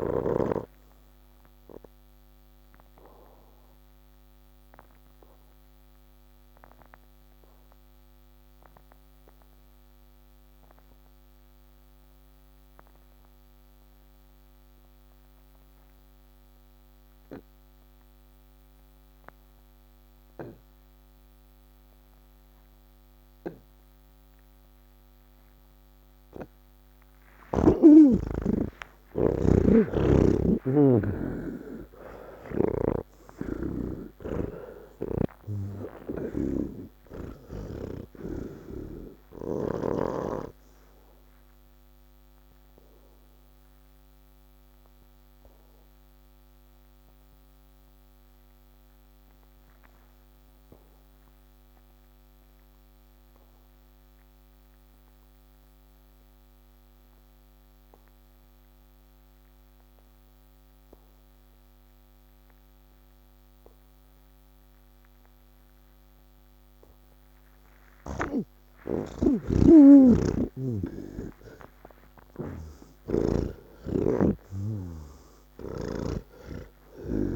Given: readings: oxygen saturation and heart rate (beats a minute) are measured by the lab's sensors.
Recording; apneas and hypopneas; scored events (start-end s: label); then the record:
breathing in sleep by a microphone on the trachea; 2
0.00-16.50 s: oxygen desaturation (device-marked, oxygen 77% lowest, heart rate 39 extreme)
4.00-27.00 s: mixed apnea (oxygen 98% before, 77% lowest, heart rate 120 before, 39 extreme)
18.50-56.50 s: oxygen desaturation (device-marked, oxygen 98% before, 78% lowest, heart rate 112 before, 73 extreme)
35.00-40.50 s: snoring (device-marked)
43.00-66.00 s: obstructive apnea (oxygen 98% before, 78% lowest, heart rate 131 before, 104 extreme)
62.50-77.36 s: oxygen desaturation (device-marked, oxygen 98% before, 79% lowest, heart rate 112 before, 37 extreme)
73.00-76.50 s: snoring (device-marked)
From the record:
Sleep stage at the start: N3 (deep sleep); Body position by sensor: on the back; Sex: male